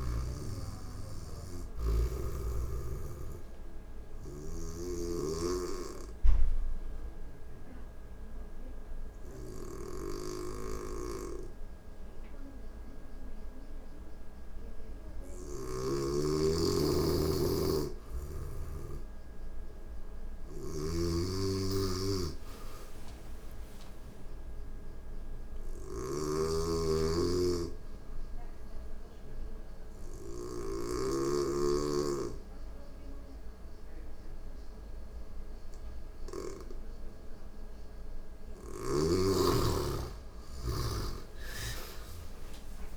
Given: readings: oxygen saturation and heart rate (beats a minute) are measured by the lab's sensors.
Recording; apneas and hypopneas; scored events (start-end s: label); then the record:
breathing in sleep by a room microphone; 2
0.00-21.50 s: oxygen desaturation (device-marked, oxygen 92% lowest, heart rate 86 extreme)
0.50-15.00 s: snoring (device-marked)
6.00-17.00 s: obstructive apnea (oxygen 97% before, 89% lowest, heart rate 88 before, 86 extreme, up 4 after)
18.50-22.00 s: arousal
19.50-30.00 s: snoring (device-marked)
28.00-38.00 s: obstructive apnea (oxygen 97% before, 89% lowest, heart rate 88 before, 86 extreme, up 5 after)
30.50-39.50 s: oxygen desaturation (device-marked, oxygen 97% before, 92% lowest, heart rate 88 before, 86 extreme)
39.50-42.97 s: arousal
40.50-42.97 s: snoring (device-marked)
From the record:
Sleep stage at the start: N2 (light sleep); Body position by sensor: on the back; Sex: female